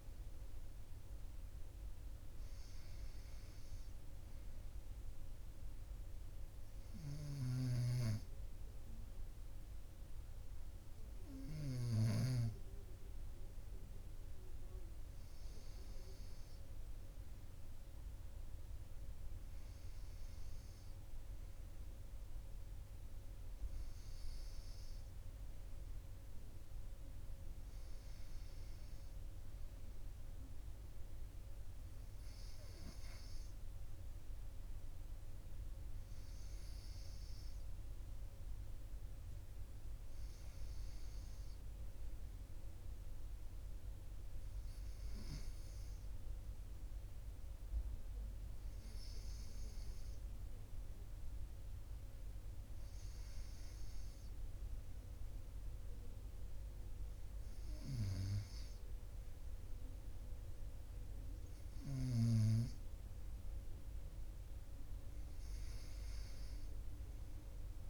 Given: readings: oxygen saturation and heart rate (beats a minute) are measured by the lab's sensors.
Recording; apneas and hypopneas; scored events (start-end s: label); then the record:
breathing in sleep by a room microphone; none
none scored
From the record:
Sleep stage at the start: N2 (light sleep); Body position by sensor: on the right side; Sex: male